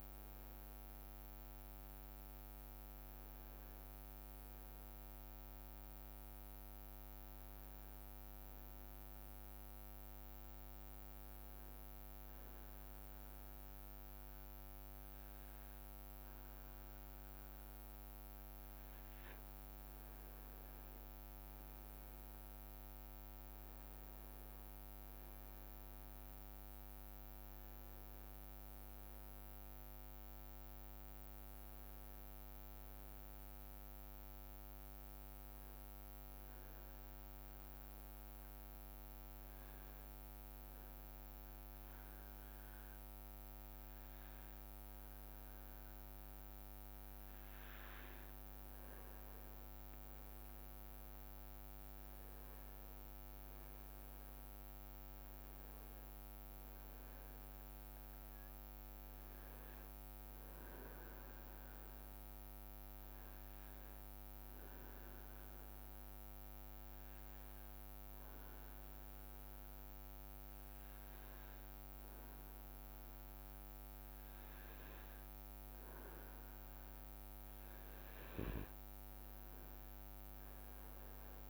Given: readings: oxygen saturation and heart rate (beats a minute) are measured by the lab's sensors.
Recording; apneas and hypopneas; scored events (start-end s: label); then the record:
breathing in sleep, hard to hear, by a microphone on the trachea; 3
8.50-19.00 s: obstructive apnea (oxygen 98% before, 95% lowest, heart rate 70 before, 60 extreme, up 7 after)
21.50-25.00 s: arousal
36.50-47.00 s: obstructive apnea (oxygen 99% before, 95% lowest, heart rate 65 before, 61 extreme, up 7 after)
49.50-53.50 s: arousal
53.50-70.50 s: oxygen desaturation (device-marked, oxygen 99% before, 95% lowest, heart rate 63 before, 63 extreme)
61.00-74.00 s: obstructive apnea (oxygen 99% before, 95% lowest, heart rate 65 before, 63 extreme, up 3 after)
77.50-81.50 s: oxygen desaturation (device-marked, oxygen 99% before, 95% lowest, heart rate 64 before, 60 extreme)
79.00-81.50 s: arousal
From the record:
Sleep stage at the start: N2 (light sleep); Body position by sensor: on the back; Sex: male